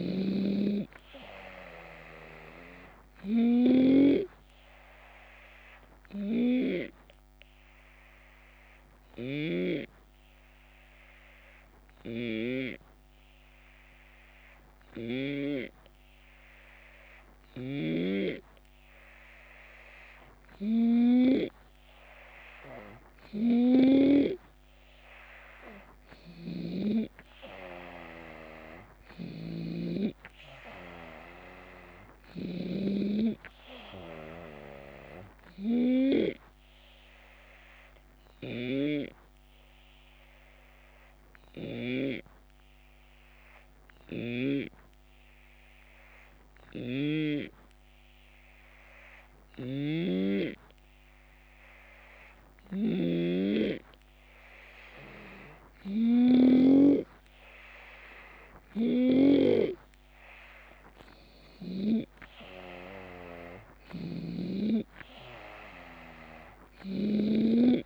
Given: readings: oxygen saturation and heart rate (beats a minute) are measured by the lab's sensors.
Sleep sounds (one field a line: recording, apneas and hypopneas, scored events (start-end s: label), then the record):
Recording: breathing in sleep by a microphone on the trachea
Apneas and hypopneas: 2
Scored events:
0.00-3.00 s: oxygen desaturation (device-marked, oxygen 91% lowest, heart rate 69 extreme)
0.00-15.00 s: snoring (device-marked)
3.50-19.50 s: obstructive apnea (oxygen 95% before, 90% lowest, heart rate 76 before, 69 extreme, up 10 after)
25.00-29.00 s: arousal
28.50-32.50 s: snoring (device-marked)
37.00-52.00 s: obstructive apnea (oxygen 95% before, 91% lowest, heart rate 77 before, 71 extreme, up 4 after)
43.50-47.00 s: snoring (device-marked)
49.00-56.50 s: snoring (device-marked)
58.00-62.50 s: arousal
63.50-67.00 s: snoring (device-marked)
From the record:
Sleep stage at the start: REM sleep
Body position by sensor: on the left side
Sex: male